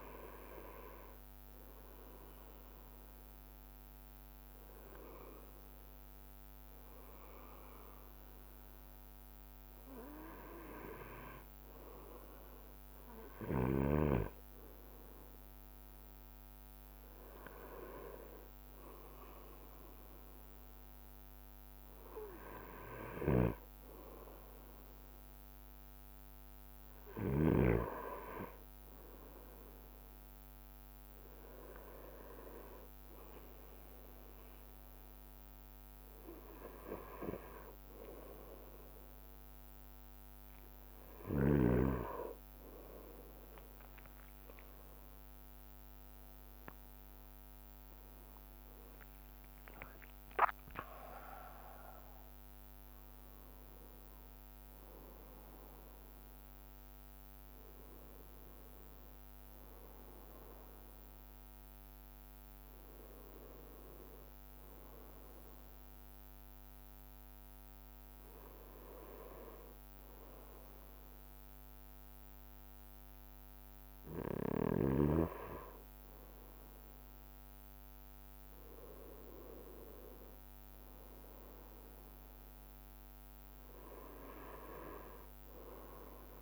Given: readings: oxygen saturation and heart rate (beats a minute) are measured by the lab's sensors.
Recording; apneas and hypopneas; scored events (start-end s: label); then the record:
breathing in sleep by a microphone on the trachea; none
0.00-12.00 s: drop in pulse transit time (device-marked, heart rate 59 before, 59 extreme)
8.00-15.00 s: bradycardia (device-marked, heart rate 47 before, 58 extreme)
23.50-28.00 s: snoring (device-marked)
35.00-40.00 s: bradycardia (device-marked, heart rate 51 before, 58 extreme)
43.00-45.00 s: long interval between heartbeats (device-marked, heart rate 60 before, 68 extreme)
45.50-50.00 s: arousal
48.00-62.00 s: drop in pulse transit time (device-marked, heart rate 62 before, 63 extreme)
52.00-54.00 s: long interval between heartbeats (device-marked, heart rate 64 before, 73 extreme)
70.00-76.00 s: bradycardia (device-marked, heart rate 56 before, 59 extreme)
84.00-86.42 s: bradycardia (device-marked, heart rate 57 before, 57 extreme)
From the record:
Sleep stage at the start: N2 (light sleep); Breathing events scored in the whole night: 130 in 4.3 hours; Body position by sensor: on the right side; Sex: male